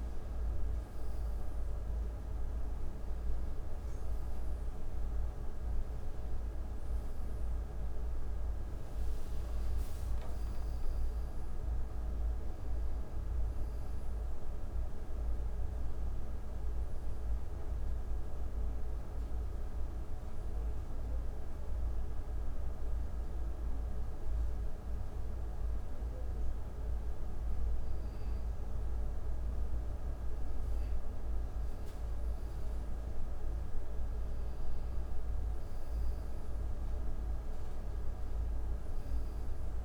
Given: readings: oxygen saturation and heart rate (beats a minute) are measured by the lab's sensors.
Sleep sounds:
a person partly awake in a sleep study, hard to hear, by a room microphone; 1
16.50-39.85 s: new sleep stage, N1 (lightest sleep)
19.50-30.00 s: hypopnea (oxygen 95% before, 90% lowest, heart rate 75 before, 71 extreme, up 4 after)
31.50-39.85 s: oxygen desaturation (device-marked, oxygen 94% before, 90% lowest, heart rate 74 before, 74 extreme)
34.00-39.85 s: arousal
From the record:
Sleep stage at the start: awake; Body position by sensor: on the back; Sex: male

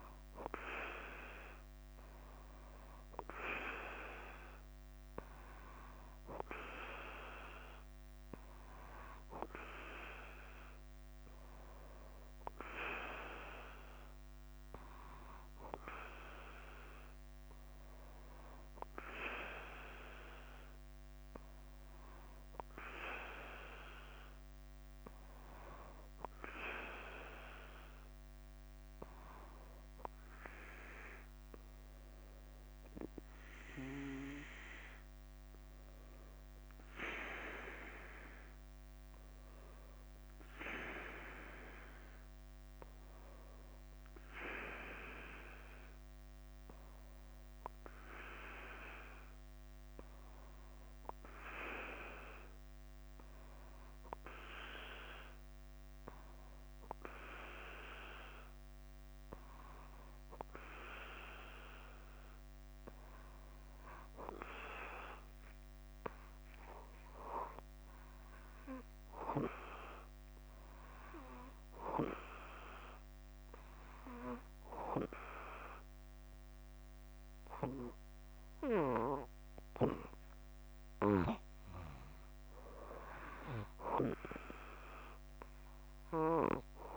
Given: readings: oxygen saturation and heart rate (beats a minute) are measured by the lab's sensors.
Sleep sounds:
breathing in sleep by a microphone on the trachea; 1
0.00-86.97 s: bradycardia (device-marked, heart rate 52 before, 50 extreme)
19.00-22.50 s: arousal
30.00-86.97 s: new sleep stage, REM sleep
69.50-82.50 s: obstructive apnea (oxygen 97% before, 93% lowest, heart rate 51 before, 51 extreme, up 3 after)
84.50-86.97 s: arousal
From the record:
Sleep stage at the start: N2 (light sleep); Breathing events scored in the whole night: 259 in 4.3 hours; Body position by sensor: on the back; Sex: male

